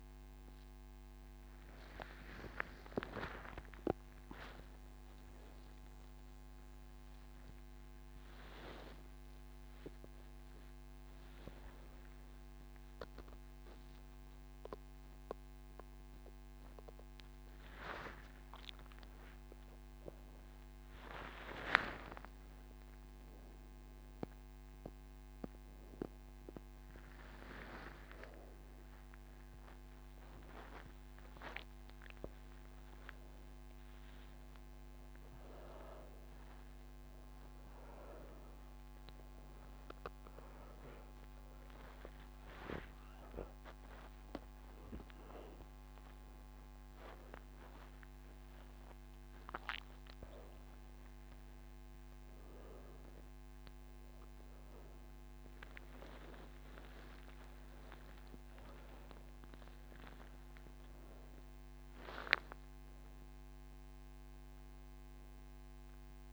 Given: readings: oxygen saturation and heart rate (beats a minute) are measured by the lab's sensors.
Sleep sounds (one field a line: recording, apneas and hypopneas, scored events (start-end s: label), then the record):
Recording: breathing in sleep by a microphone on the trachea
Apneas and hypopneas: none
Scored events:
52.00-66.32 s: oxygen desaturation (device-marked, oxygen 96% before, 93% lowest)
From the record:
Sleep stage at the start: N2 (light sleep)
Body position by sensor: on the back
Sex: female